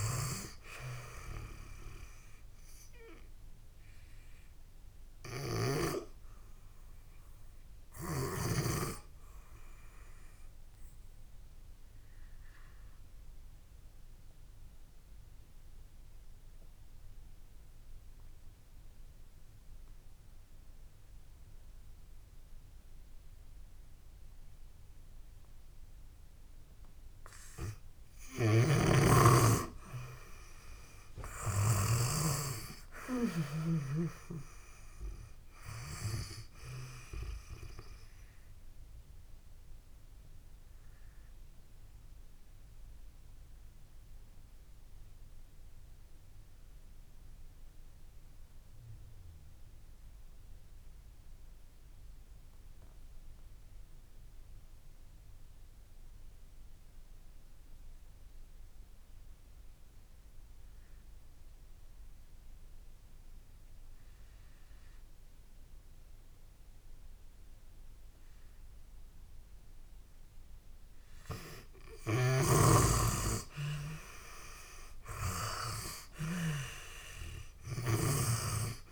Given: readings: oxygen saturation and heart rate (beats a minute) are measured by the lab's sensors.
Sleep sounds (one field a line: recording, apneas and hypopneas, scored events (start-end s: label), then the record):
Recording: breathing in sleep by a room microphone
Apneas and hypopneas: 2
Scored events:
0.50-29.50 s: oxygen desaturation (device-marked, oxygen 98% before, 89% lowest)
3.50-27.00 s: obstructive apnea (oxygen 98% before, 89% lowest)
5.00-8.50 s: snoring (device-marked)
28.00-32.00 s: snoring (device-marked)
29.50-33.00 s: arousal
39.00-69.50 s: obstructive apnea (oxygen 96% before, 83% lowest)
54.50-63.50 s: oxygen desaturation (device-marked, oxygen 95% before, 89% lowest)
71.50-75.50 s: arousal
74.50-78.91 s: oxygen desaturation (device-marked, oxygen 97% before, 83% lowest)
From the record:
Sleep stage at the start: N2 (light sleep)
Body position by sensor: on the back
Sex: female